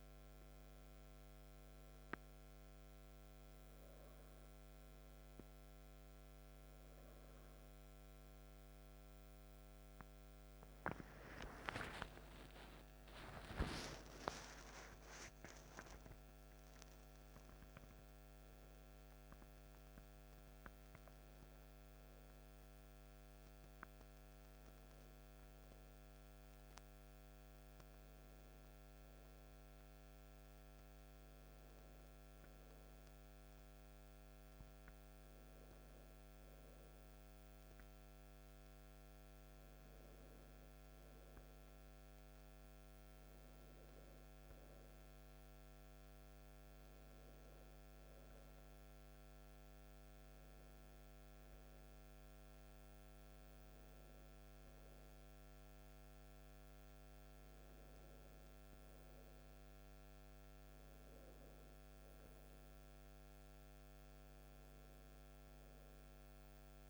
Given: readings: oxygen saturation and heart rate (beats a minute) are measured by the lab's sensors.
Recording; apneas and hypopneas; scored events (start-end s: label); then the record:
breathing in sleep by a microphone on the trachea; none
12.50-17.00 s: arousal
From the record:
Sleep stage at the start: N2 (light sleep); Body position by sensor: on the back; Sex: male